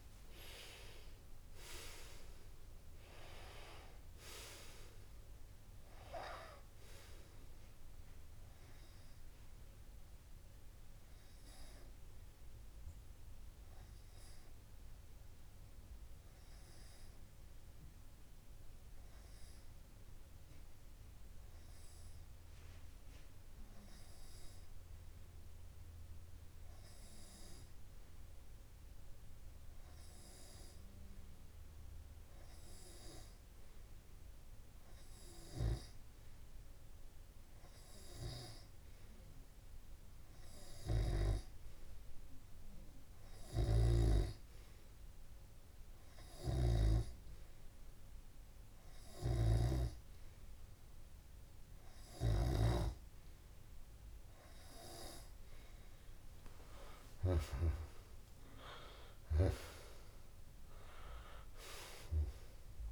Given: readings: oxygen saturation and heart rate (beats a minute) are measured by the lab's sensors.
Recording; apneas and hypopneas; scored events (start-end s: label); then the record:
breathing in sleep by a room microphone; 1
9.00-38.00 s: hypopnea (oxygen 95% before, 95% lowest)
41.00-44.00 s: arousal
46.00-61.00 s: oxygen desaturation (device-marked, oxygen 99% before, 95% lowest)
From the record:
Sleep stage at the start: N2 (light sleep); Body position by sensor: on the back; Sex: male